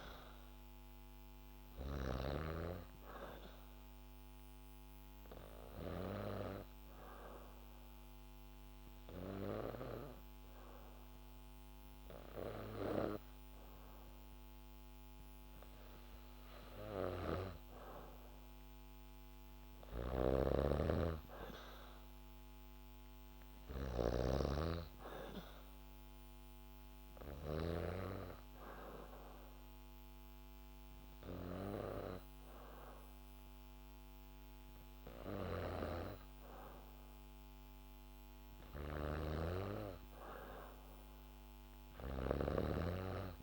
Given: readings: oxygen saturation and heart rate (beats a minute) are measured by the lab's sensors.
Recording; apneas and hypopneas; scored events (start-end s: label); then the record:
breathing in sleep by a microphone on the trachea; 2
0.00-2.00 s: snoring (device-marked)
0.00-14.50 s: oxygen desaturation (device-marked, oxygen 92% lowest, heart rate 67 extreme)
3.50-16.00 s: obstructive apnea (oxygen 96% before, 91% lowest, heart rate 72 before, 67 extreme, up 2 after)
18.50-21.50 s: arousal
19.50-27.50 s: snoring (device-marked)
27.00-38.00 s: hypopnea (oxygen 96% before, 91% lowest, heart rate 70 before, 68 extreme, up 2 after)
38.50-43.43 s: snoring (device-marked)
41.00-43.43 s: arousal
From the record:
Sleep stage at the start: N2 (light sleep); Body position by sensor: on the back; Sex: female